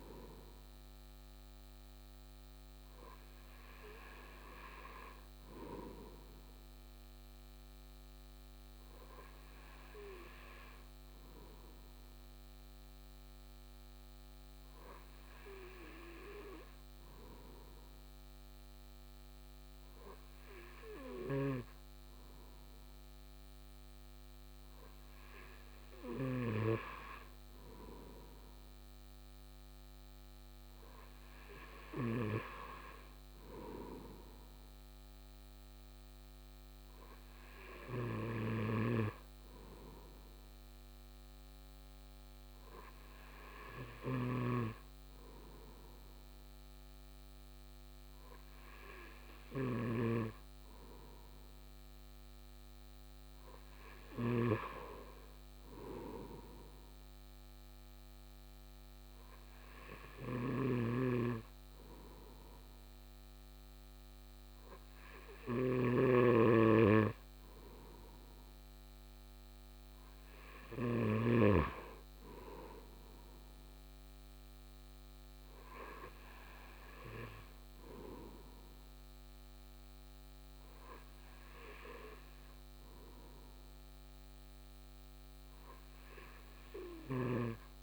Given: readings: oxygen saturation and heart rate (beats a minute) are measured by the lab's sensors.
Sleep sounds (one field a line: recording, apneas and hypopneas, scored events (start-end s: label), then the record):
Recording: breathing in sleep by a microphone on the trachea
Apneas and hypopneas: none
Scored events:
38.00-54.00 s: snoring (device-marked)
60.00-71.00 s: snoring (device-marked)
86.50-87.82 s: snoring (device-marked)
From the record:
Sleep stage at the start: N2 (light sleep)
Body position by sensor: on the right side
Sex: male